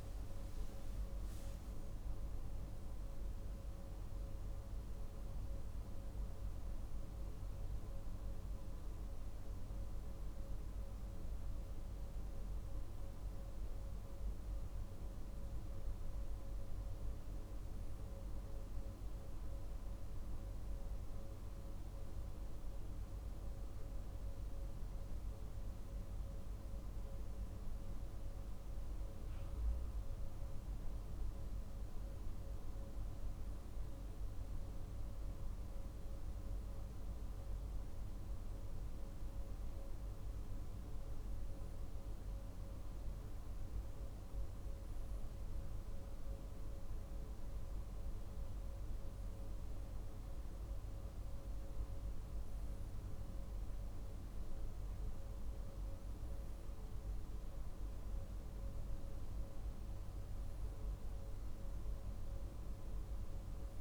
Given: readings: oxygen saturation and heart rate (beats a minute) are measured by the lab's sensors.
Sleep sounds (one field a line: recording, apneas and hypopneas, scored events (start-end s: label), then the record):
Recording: breathing in sleep, hard to hear, by a room microphone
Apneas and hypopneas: none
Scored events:
25.50-63.81 s: new sleep stage, N2 (light sleep)
52.50-58.00 s: arousal
From the record:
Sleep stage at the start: N1 (lightest sleep)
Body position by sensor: on the right side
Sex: male